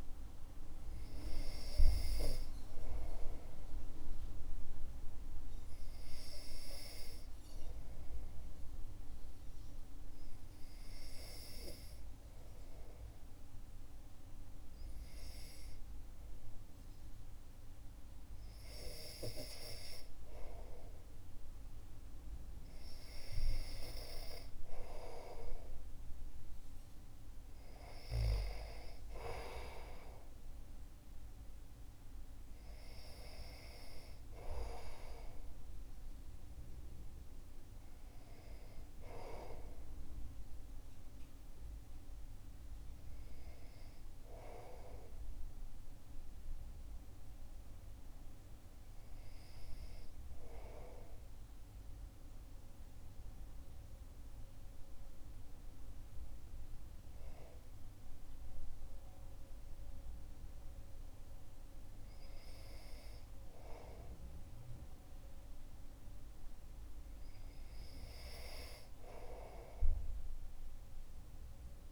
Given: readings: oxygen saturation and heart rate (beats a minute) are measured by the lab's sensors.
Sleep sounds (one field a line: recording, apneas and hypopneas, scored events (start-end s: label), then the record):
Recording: breathing in sleep by a room microphone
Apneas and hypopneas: 1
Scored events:
4.00-19.50 s: hypopnea (oxygen 98% before, 96% lowest, heart rate 55 before, 55 extreme, up 5 after)
21.50-27.00 s: arousal
From the record:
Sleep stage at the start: N2 (light sleep)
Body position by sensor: on the back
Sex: male